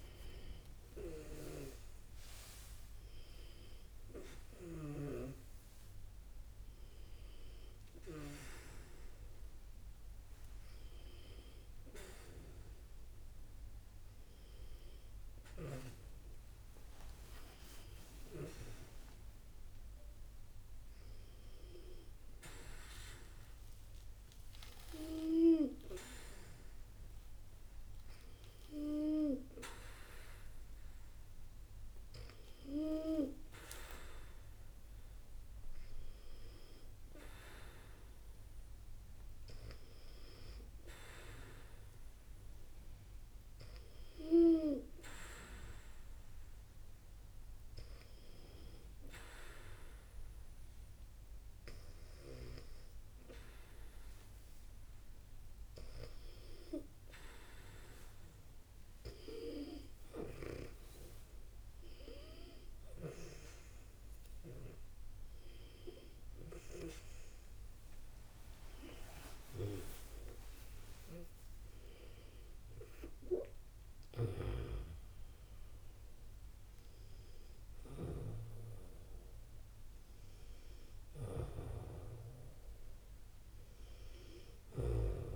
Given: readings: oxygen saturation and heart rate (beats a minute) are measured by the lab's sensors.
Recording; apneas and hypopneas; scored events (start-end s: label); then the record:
breathing in sleep by a room microphone; none
0.00-1.50 s: arousal
69.00-72.50 s: arousal
From the record:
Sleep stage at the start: N2 (light sleep); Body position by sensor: on the back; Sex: female